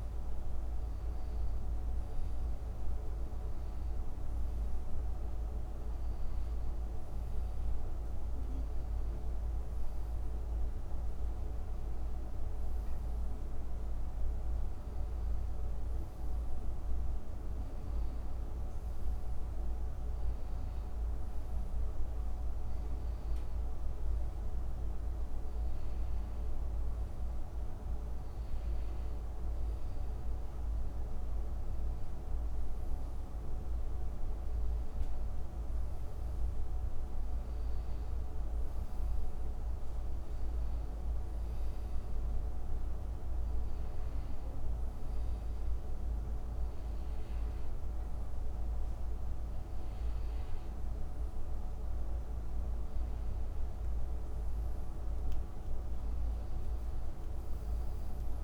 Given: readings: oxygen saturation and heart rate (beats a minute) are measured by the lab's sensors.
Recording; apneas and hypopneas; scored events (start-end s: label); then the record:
a person awake in a sleep study, hard to hear, by a room microphone; none
none scored
From the record:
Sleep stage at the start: awake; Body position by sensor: on the back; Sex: male